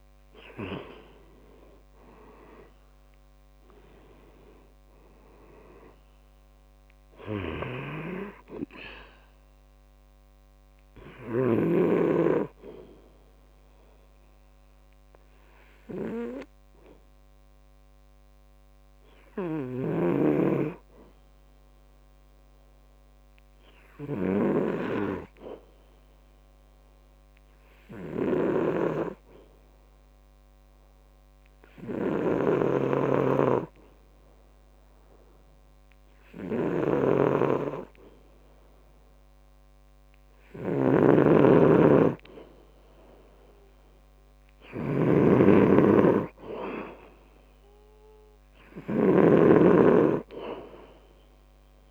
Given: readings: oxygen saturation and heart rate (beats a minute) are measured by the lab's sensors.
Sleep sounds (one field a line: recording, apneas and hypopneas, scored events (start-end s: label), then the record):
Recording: breathing in sleep by a microphone on the trachea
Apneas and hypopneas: 1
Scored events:
2.00-5.50 s: arousal
4.00-26.00 s: oxygen desaturation (device-marked, oxygen 98% before, 93% lowest, heart rate 68 before, 63 extreme)
14.00-37.50 s: hypopnea (oxygen 98% before, 92% lowest, heart rate 69 before, 67 extreme, up 3 after)
41.00-44.50 s: arousal
41.00-50.00 s: snoring (device-marked)
45.00-51.91 s: oxygen desaturation (device-marked, oxygen 97% before, 92% lowest, heart rate 68 before, 67 extreme)
From the record:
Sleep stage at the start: N2 (light sleep)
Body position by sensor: on the back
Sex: male